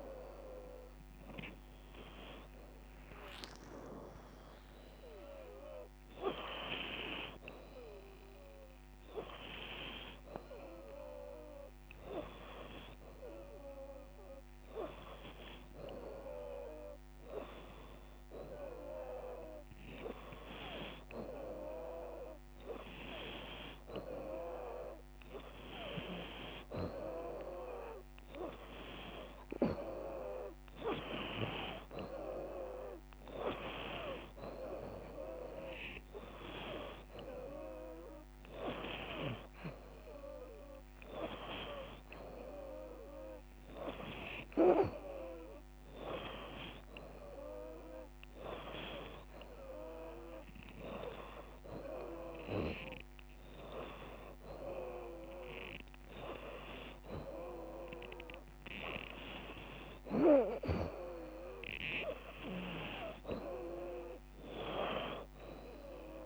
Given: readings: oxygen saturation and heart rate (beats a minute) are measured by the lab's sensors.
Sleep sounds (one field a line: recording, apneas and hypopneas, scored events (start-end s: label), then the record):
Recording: breathing in sleep by a microphone on the trachea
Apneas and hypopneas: none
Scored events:
28.00-43.00 s: oxygen desaturation (device-marked, oxygen 91% before, 88% lowest, heart rate 90 before, 96 extreme)
From the record:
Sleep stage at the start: N2 (light sleep)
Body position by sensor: on the back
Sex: female